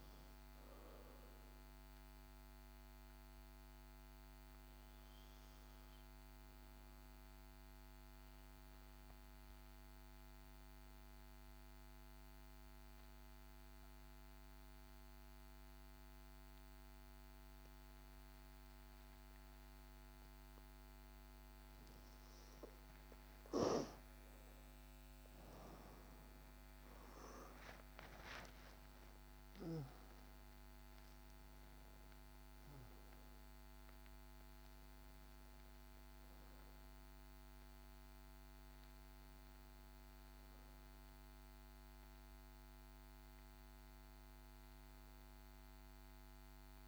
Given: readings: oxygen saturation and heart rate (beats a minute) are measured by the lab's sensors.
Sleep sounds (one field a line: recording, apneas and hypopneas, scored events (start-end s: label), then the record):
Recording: breathing in sleep, hard to hear, by a microphone on the trachea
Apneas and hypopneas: 1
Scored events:
3.00-21.50 s: obstructive apnea (oxygen 95% before, 90% lowest, heart rate 62 before, 53 extreme, up 11 after)
27.00-32.50 s: arousal
30.50-43.50 s: oxygen desaturation (device-marked, oxygen 96% before, 92% lowest, heart rate 59 before, 51 extreme)
45.50-46.88 s: oxygen desaturation (device-marked, oxygen 94% before, 90% lowest, heart rate 63 before, 52 extreme)
From the record:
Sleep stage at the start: N2 (light sleep)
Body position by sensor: on the back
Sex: female